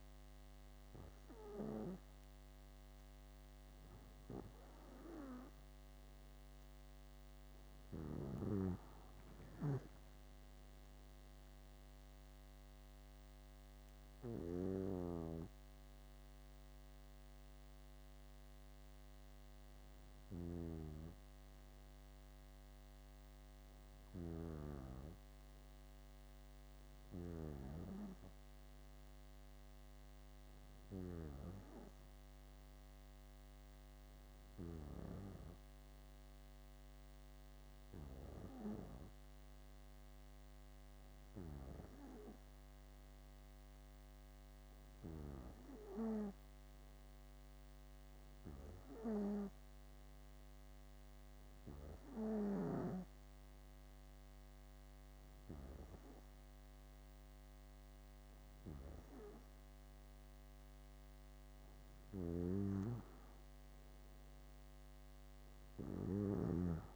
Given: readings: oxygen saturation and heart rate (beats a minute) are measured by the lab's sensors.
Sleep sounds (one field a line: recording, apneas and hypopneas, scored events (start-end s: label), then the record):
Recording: breathing in sleep by a microphone on the trachea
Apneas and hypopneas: none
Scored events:
9.50-13.00 s: arousal
14.50-20.50 s: snoring (device-marked)
62.00-66.50 s: snoring (device-marked)
From the record:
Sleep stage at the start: N2 (light sleep)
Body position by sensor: on the back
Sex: female